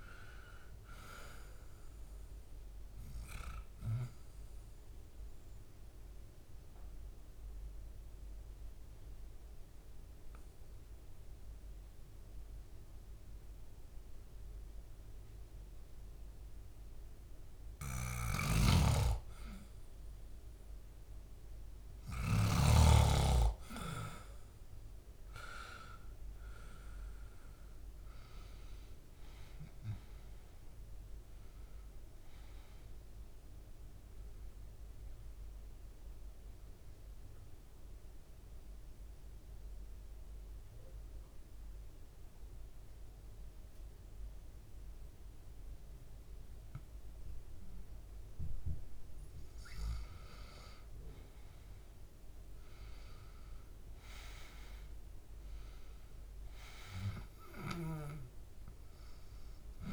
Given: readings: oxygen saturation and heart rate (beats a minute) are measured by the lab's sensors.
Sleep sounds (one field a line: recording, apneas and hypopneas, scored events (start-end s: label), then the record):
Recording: breathing in sleep by a room microphone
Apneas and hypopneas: 2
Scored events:
4.00-17.00 s: mixed apnea (oxygen 97% before, 91% lowest, heart rate 70 before, 66 extreme, up 1 after)
18.00-22.50 s: snoring (device-marked)
21.50-30.50 s: oxygen desaturation (device-marked, oxygen 95% before, 92% lowest, heart rate 70 before, 65 extreme)
25.50-31.00 s: arousal
36.00-49.00 s: mixed apnea (oxygen 98% before, 89% lowest, heart rate 69 before, 65 extreme, up 5 after)
42.50-54.50 s: oxygen desaturation (device-marked, oxygen 97% before, 91% lowest, heart rate 70 before, 65 extreme)
50.00-55.00 s: arousal
From the record:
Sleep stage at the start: N2 (light sleep)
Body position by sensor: on the back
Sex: male